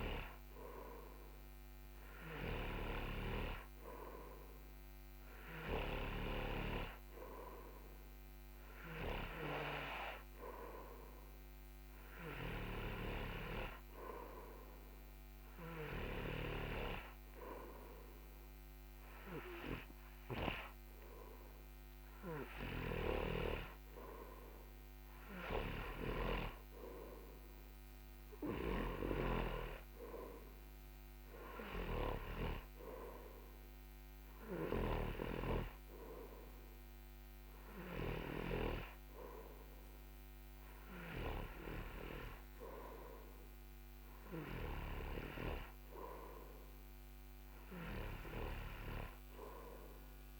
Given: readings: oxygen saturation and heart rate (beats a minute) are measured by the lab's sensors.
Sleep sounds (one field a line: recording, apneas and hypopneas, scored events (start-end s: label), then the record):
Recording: breathing in sleep by a microphone on the trachea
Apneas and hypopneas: 1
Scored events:
17.50-28.00 s: obstructive apnea (oxygen 94% before, 91% lowest)
30.00-36.00 s: snoring (device-marked)
30.50-34.00 s: arousal
From the record:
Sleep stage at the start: N2 (light sleep)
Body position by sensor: on the front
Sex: male